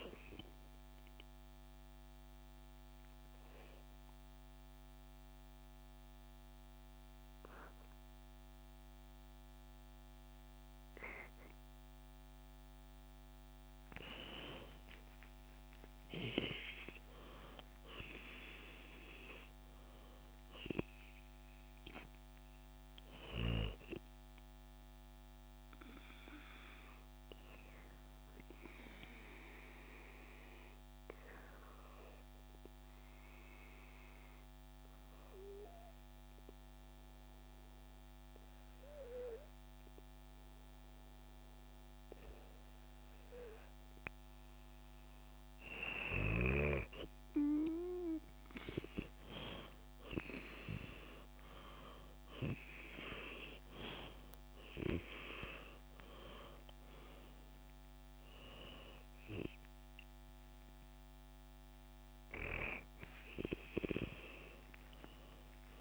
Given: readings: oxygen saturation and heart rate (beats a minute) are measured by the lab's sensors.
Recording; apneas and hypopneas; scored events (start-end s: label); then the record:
breathing in sleep by a microphone on the trachea; 2
1.00-12.50 s: obstructive apnea (oxygen 96% before, 93% lowest, heart rate 82 before, 64 extreme, up 8 after)
15.00-18.50 s: arousal
25.00-44.50 s: obstructive apnea (oxygen 97% before, 93% lowest, heart rate 76 before, 65 extreme, up 25 after)
46.50-65.50 s: oxygen desaturation (device-marked, oxygen 96% before, 93% lowest, heart rate 68 before, 66 extreme)
50.00-55.00 s: arousal
64.00-65.81 s: arousal
From the record:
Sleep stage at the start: N2 (light sleep); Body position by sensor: on the back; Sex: female